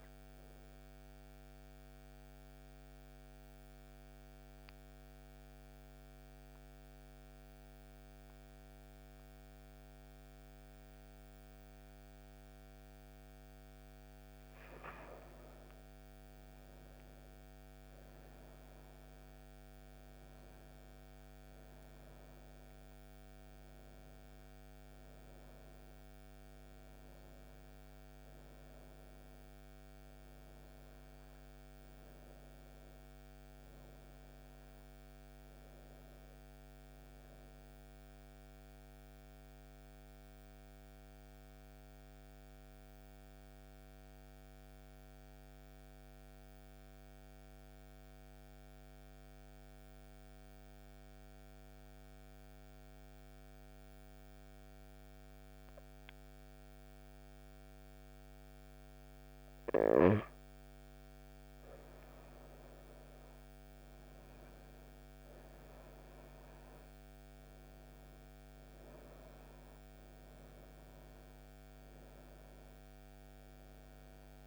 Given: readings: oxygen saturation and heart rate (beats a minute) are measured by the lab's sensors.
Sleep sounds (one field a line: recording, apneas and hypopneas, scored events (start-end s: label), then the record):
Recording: breathing in sleep, hard to hear, by a microphone on the trachea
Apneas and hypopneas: 2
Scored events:
0.00-1.50 s: oxygen desaturation (device-marked, oxygen 91% lowest)
0.50-13.00 s: central apnea (oxygen 97% before, 90% lowest)
15.50-20.50 s: arousal
38.00-60.00 s: central apnea (oxygen 96% before, 90% lowest)
56.50-74.47 s: oxygen desaturation (device-marked, oxygen 96% before, 90% lowest)
64.00-68.50 s: arousal
From the record:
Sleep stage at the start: N2 (light sleep)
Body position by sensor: on the right side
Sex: female